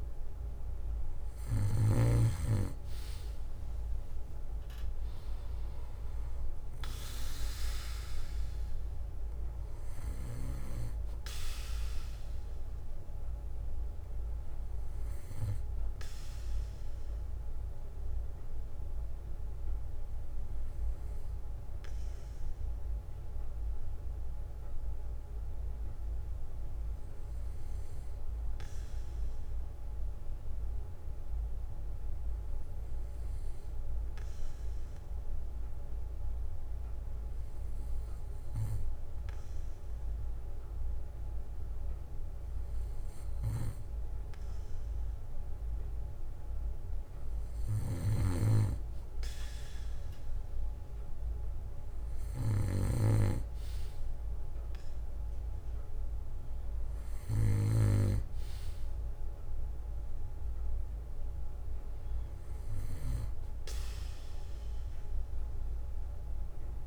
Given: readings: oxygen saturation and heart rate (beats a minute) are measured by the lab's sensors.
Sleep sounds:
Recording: breathing in sleep by a room microphone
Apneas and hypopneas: 1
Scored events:
0.00-2.50 s: snoring (device-marked)
1.50-3.50 s: bradycardia (device-marked, heart rate 60 before, 57 extreme)
14.50-25.50 s: bradycardia (device-marked, heart rate 60 before, 47 extreme)
21.00-42.50 s: hypopnea (oxygen 95% before, 94% lowest, heart rate 61 before, 50 extreme, up 4 after)
27.50-29.50 s: bradycardia (device-marked, heart rate 60 before, 59 extreme)
32.50-47.50 s: bradycardia (device-marked, heart rate 60 before, 55 extreme)
46.00-48.50 s: arousal
60.50-62.50 s: bradycardia (device-marked, heart rate 60 before, 59 extreme)
63.50-65.50 s: bradycardia (device-marked, heart rate 60 before, 59 extreme)
From the record:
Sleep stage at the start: N2 (light sleep)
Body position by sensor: on the back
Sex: male

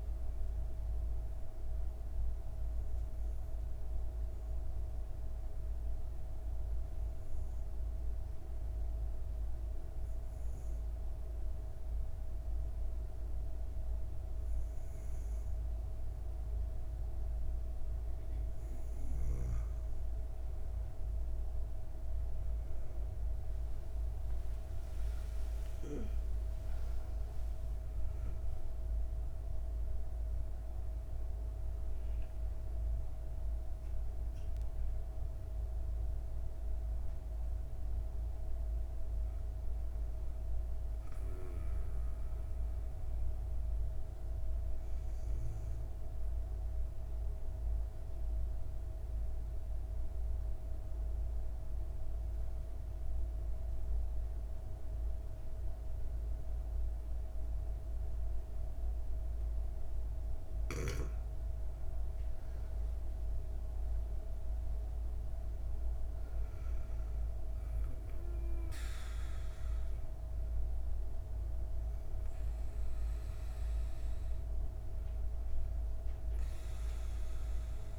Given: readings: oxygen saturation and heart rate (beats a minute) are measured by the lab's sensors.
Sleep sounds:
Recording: breathing in sleep, hard to hear, by a room microphone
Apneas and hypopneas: 2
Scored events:
0.50-17.50 s: hypopnea (oxygen 97% before, 94% lowest, heart rate 65 before, 61 extreme, up 27 after)
23.00-28.50 s: arousal
45.00-59.50 s: obstructive apnea (oxygen 97% before, 94% lowest, heart rate 83 before, 59 extreme, up 9 after)
61.00-65.00 s: arousal
62.00-77.99 s: oxygen desaturation (device-marked, oxygen 97% before, 94% lowest, heart rate 60 before, 58 extreme)
From the record:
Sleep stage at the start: N2 (light sleep)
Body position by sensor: on the back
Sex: female

